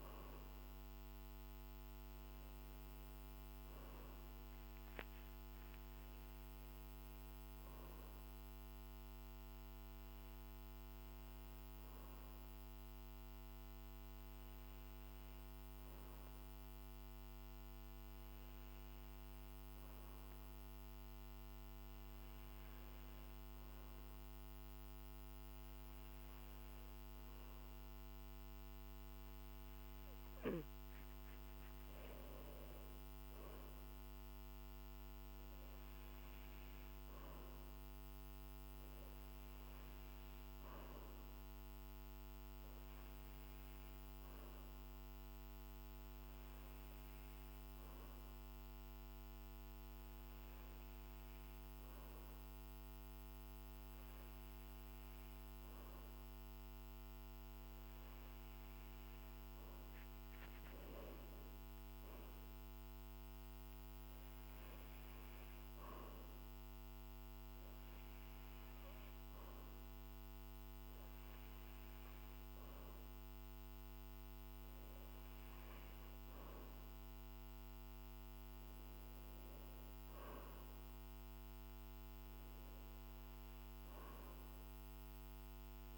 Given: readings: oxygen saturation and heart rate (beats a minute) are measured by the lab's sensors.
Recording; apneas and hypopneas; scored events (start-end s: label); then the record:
breathing in sleep, hard to hear, by a microphone on the trachea; 1
16.00-30.00 s: hypopnea (oxygen 97% before, 94% lowest, heart rate 53 before, 48 extreme, up 9 after)
32.00-35.00 s: arousal
From the record:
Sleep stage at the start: N2 (light sleep); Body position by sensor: on the back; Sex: male